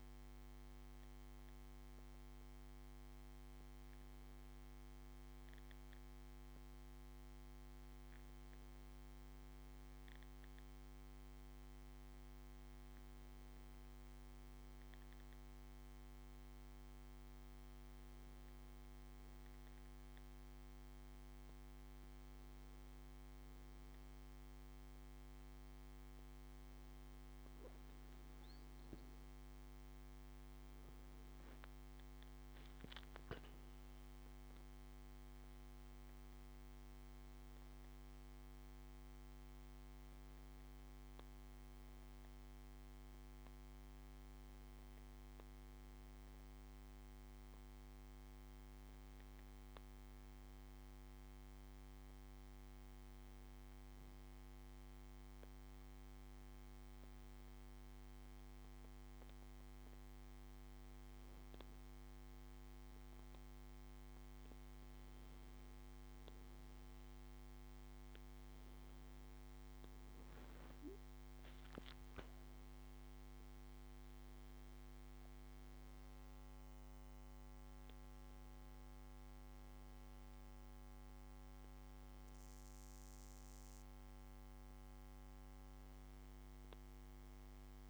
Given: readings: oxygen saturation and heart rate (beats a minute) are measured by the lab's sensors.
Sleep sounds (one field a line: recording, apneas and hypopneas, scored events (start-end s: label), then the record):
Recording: breathing in sleep, hard to hear, by a microphone on the trachea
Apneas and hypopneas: 1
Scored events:
31.50-87.90 s: new sleep stage, N2 (light sleep)
54.00-65.50 s: hypopnea (oxygen 97% before, 94% lowest, heart rate 69 before, 64 extreme, up 4 after)
67.50-70.50 s: arousal
From the record:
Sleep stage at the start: N1 (lightest sleep)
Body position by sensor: on the back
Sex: male